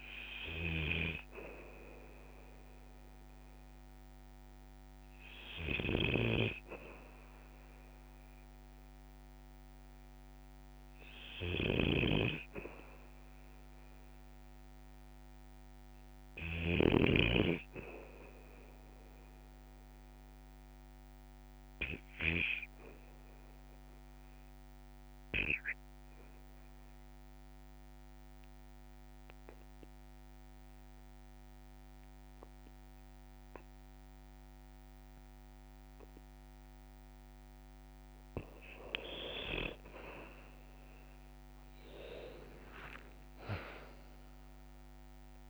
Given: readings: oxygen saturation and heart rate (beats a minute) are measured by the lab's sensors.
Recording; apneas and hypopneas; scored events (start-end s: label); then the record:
breathing in sleep by a microphone on the trachea; 1
0.00-17.00 s: snoring (device-marked)
25.00-38.50 s: obstructive apnea (oxygen 98% before, 95% lowest, heart rate 58 before, 55 extreme, up 8 after)
28.50-42.50 s: oxygen desaturation (device-marked, oxygen 98% before, 95% lowest, heart rate 58 before, 55 extreme)
41.00-45.50 s: arousal
From the record:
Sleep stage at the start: N2 (light sleep); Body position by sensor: on the back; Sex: male